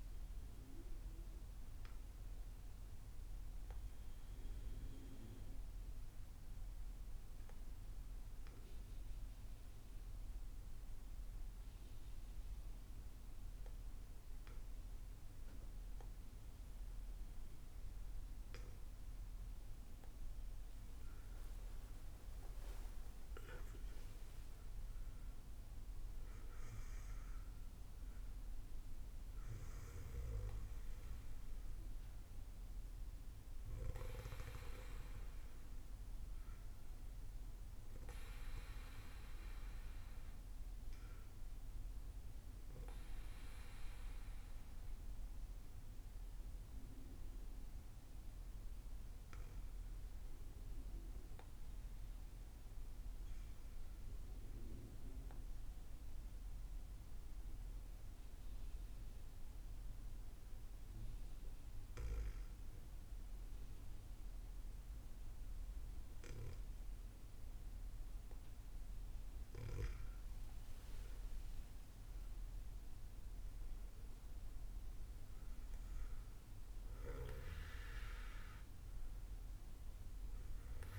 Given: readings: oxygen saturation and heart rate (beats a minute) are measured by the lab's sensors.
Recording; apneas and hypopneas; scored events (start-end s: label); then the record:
breathing in sleep by a room microphone; 2
3.50-17.00 s: hypopnea (oxygen 97% before, 94% lowest, heart rate 71 before, 58 extreme, up 15 after)
20.00-25.50 s: arousal
54.00-68.50 s: obstructive apnea (oxygen 98% before, 95% lowest, heart rate 61 before, 56 extreme, up 16 after)
69.50-74.00 s: arousal
From the record:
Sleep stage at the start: N2 (light sleep); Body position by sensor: on the back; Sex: female